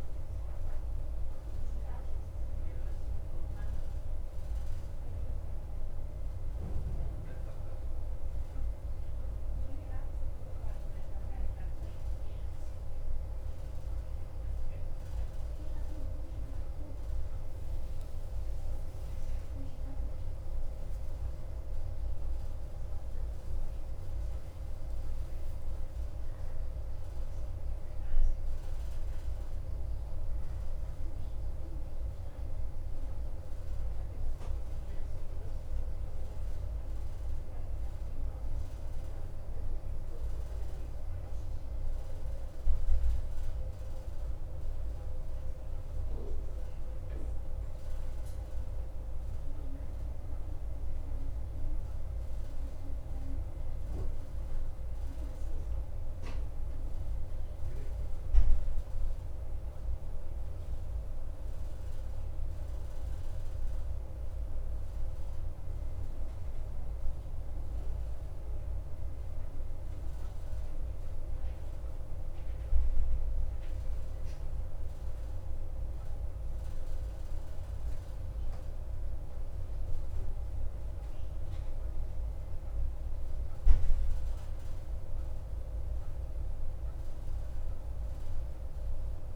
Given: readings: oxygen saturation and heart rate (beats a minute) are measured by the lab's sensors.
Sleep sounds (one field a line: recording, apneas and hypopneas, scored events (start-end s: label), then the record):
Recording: breathing in sleep, hard to hear, by a room microphone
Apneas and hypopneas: 1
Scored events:
0.00-14.00 s: oxygen desaturation (device-marked, oxygen 91% lowest, heart rate 50 extreme)
6.50-18.50 s: mixed apnea (oxygen 95% before, 91% lowest, heart rate 56 before, 50 extreme, up 19 after)
19.50-23.50 s: arousal
From the record:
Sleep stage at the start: N2 (light sleep)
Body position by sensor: on the back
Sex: male